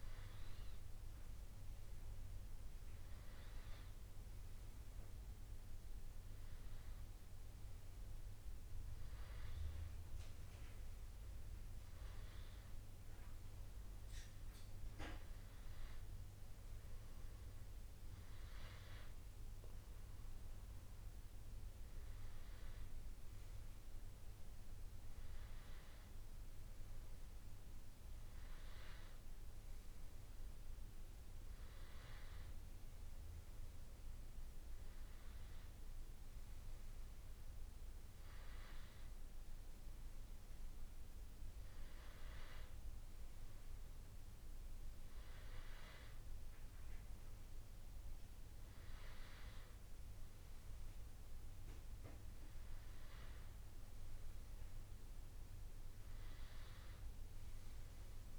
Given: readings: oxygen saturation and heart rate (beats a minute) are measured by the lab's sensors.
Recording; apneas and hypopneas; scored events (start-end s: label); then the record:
breathing in sleep, hard to hear, by a room microphone; none
none scored
From the record:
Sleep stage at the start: N2 (light sleep); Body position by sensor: on the back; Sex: male